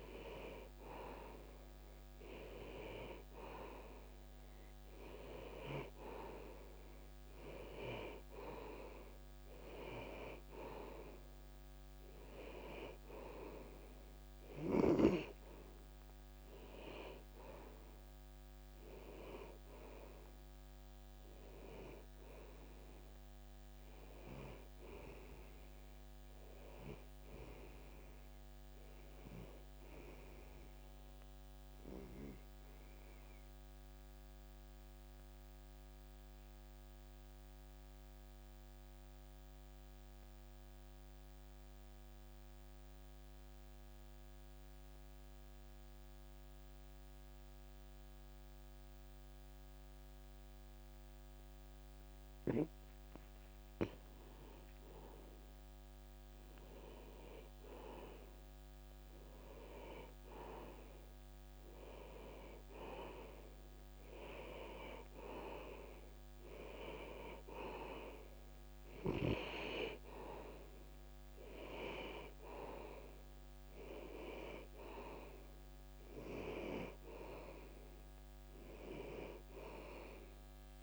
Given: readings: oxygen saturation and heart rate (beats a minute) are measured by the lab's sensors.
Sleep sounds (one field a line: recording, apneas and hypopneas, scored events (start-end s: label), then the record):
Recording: breathing in sleep by a microphone on the trachea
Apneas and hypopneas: 1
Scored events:
3.00-45.00 s: oxygen desaturation (device-marked, oxygen 97% before, 87% lowest)
28.00-31.00 s: arousal
32.00-54.00 s: mixed apnea (oxygen 95% before, 87% lowest)
55.50-59.50 s: arousal
68.00-80.83 s: oxygen desaturation (device-marked, oxygen 96% before, 87% lowest)
From the record:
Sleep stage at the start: N2 (light sleep)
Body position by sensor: on the back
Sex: male